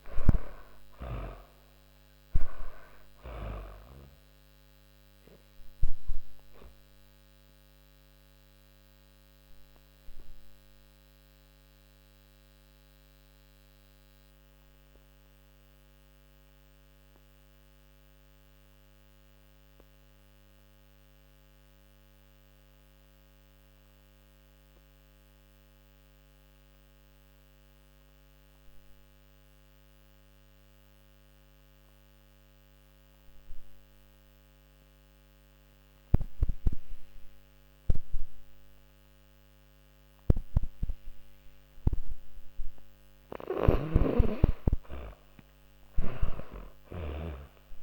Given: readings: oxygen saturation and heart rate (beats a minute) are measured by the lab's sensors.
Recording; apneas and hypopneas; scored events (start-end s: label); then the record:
breathing in sleep by a microphone on the trachea; 1
0.00-25.00 s: oxygen desaturation (device-marked, oxygen 79% lowest)
4.00-41.50 s: obstructive apnea (oxygen 99% before, 79% lowest)
40.00-47.83 s: oxygen desaturation (device-marked, oxygen 98% before, 82% lowest)
42.00-47.83 s: snoring (device-marked)
44.50-47.83 s: arousal
From the record:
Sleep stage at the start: N2 (light sleep); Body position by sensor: on the back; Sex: female